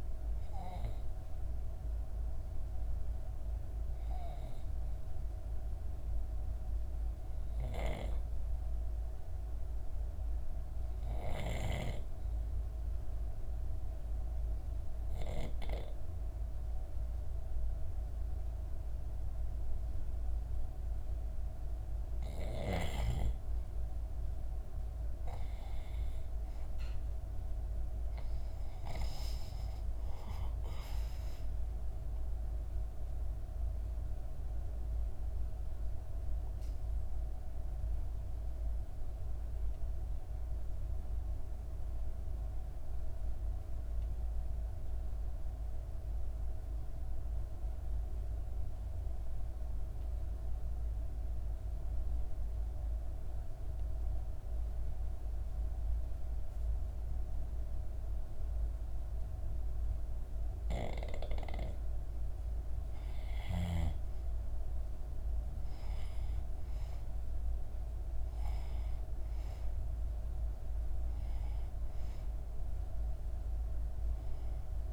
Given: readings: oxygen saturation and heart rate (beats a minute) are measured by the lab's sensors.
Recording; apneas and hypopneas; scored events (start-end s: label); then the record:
breathing in sleep by a room microphone; 2
6.00-9.50 s: arousal
12.00-22.50 s: obstructive apnea (oxygen 95% before, 88% lowest, heart rate 66 before, 63 extreme, up 2 after)
19.00-51.00 s: oxygen desaturation (device-marked, oxygen 95% before, 89% lowest, heart rate 65 before, 63 extreme)
24.50-28.50 s: arousal
31.50-61.00 s: obstructive apnea (oxygen 95% before, 88% lowest, heart rate 66 before, 63 extreme, up 2 after)
60.00-74.93 s: oxygen desaturation (device-marked, oxygen 98% before, 88% lowest, heart rate 64 before, 65 extreme)
63.00-67.50 s: arousal
From the record:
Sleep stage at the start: N2 (light sleep); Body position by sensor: on the back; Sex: female